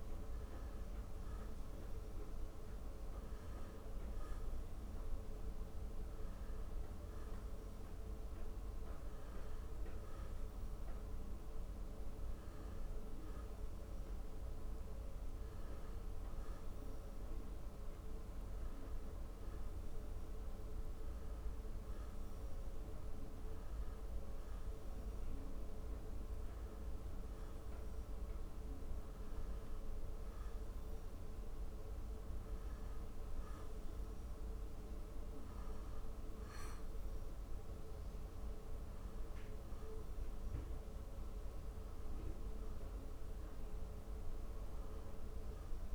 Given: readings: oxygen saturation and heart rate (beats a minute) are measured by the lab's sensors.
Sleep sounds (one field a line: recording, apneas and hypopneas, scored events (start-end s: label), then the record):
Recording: breathing in sleep, hard to hear, by a room microphone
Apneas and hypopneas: none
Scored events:
none scored
From the record:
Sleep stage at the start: N1 (lightest sleep)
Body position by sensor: on the back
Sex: male